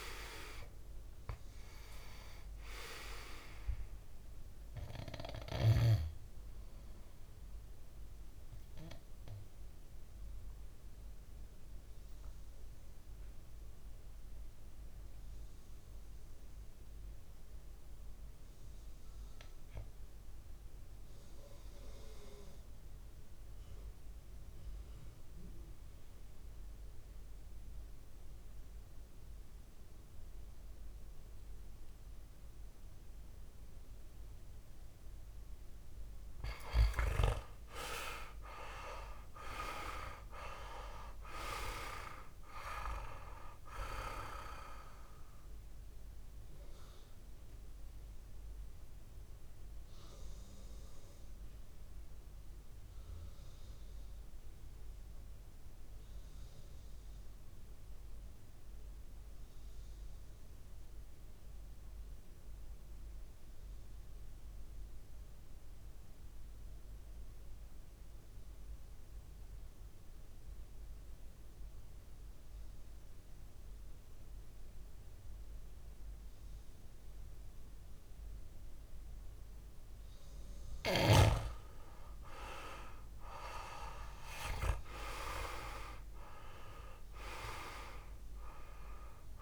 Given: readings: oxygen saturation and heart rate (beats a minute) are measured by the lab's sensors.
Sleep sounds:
breathing in sleep by a room microphone; 2
0.00-1.00 s: arousal
0.00-20.00 s: oxygen desaturation (device-marked, oxygen 90% lowest, heart rate 56 extreme)
6.50-35.00 s: obstructive apnea (oxygen 100% before, 88% lowest, heart rate 61 before, 57 extreme, up 8 after)
34.00-62.00 s: oxygen desaturation (device-marked, oxygen 99% before, 88% lowest, heart rate 59 before, 57 extreme)
37.00-41.00 s: arousal
47.50-80.50 s: obstructive apnea (oxygen 99% before, 88% lowest, heart rate 62 before, 55 extreme, up 8 after)
76.00-89.42 s: oxygen desaturation (device-marked, oxygen 99% before, 89% lowest, heart rate 59 before, 55 extreme)
83.00-87.00 s: arousal
From the record:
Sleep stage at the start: N2 (light sleep); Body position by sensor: on the back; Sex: male

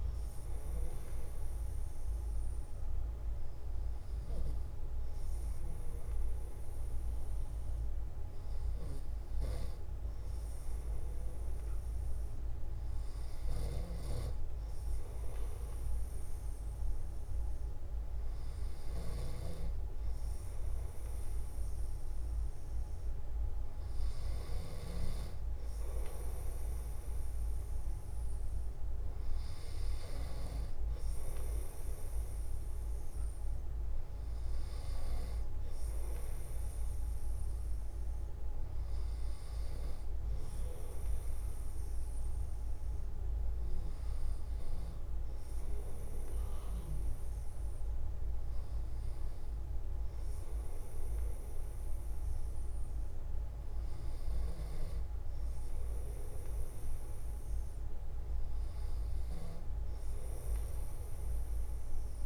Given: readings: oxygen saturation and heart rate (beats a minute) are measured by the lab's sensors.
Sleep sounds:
breathing in sleep, hard to hear, by a room microphone; none
none scored
From the record:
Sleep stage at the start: N2 (light sleep); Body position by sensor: on the back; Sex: male

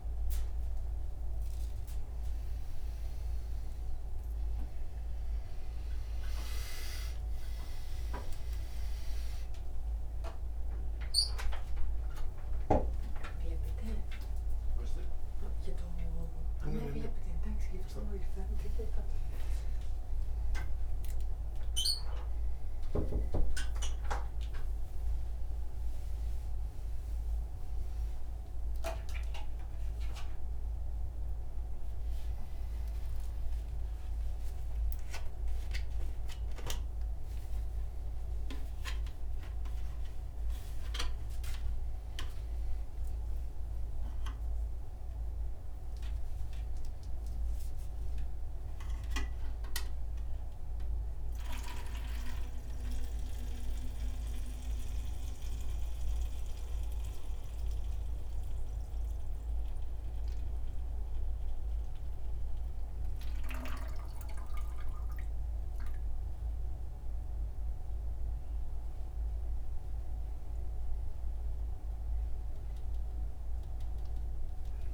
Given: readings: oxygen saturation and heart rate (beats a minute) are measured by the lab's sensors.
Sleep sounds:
a person awake in a sleep study, by a room microphone; none
46.50-57.50 s: oxygen desaturation (device-marked, oxygen 98% before, 94% lowest)
From the record:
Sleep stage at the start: awake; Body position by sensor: upright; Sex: male

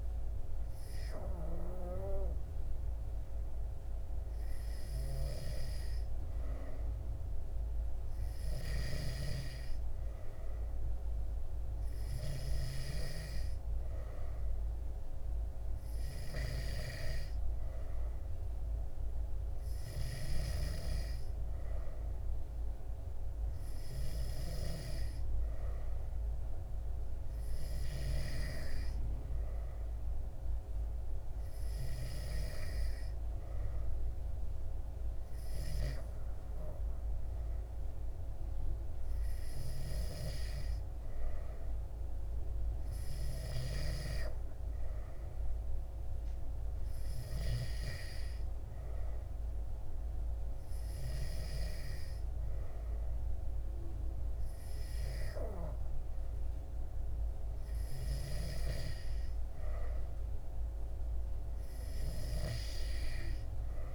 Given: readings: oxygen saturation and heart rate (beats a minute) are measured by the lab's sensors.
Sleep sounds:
breathing in sleep by a room microphone; none
none scored
From the record:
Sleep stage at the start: N3 (deep sleep); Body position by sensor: on the back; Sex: male

